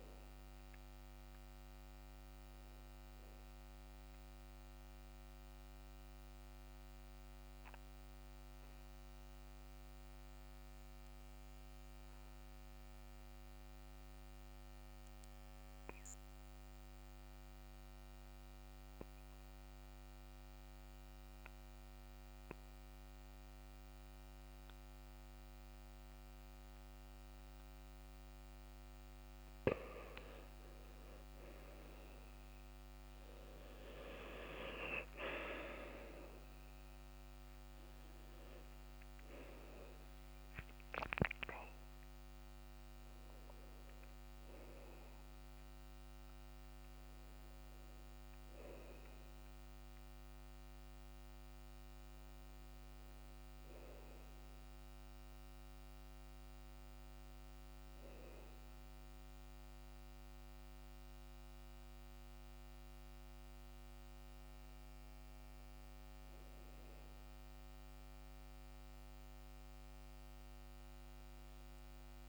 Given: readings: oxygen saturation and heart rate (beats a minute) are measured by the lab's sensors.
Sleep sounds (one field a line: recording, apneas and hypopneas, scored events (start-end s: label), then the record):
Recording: breathing in sleep by a microphone on the trachea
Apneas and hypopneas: 1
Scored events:
0.00-19.00 s: oxygen desaturation (device-marked, oxygen 93% lowest, heart rate 62 extreme)
4.50-29.50 s: mixed apnea (oxygen 98% before, 86% lowest, heart rate 67 before, 63 extreme, up 24 after)
30.00-54.00 s: oxygen desaturation (device-marked, oxygen 96% before, 89% lowest, heart rate 65 before, 63 extreme)
31.50-35.50 s: arousal
59.00-69.00 s: oxygen desaturation (device-marked, oxygen 93% before, 86% lowest, heart rate 73 before, 63 extreme)
From the record:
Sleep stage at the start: N2 (light sleep)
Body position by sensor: on the back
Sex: male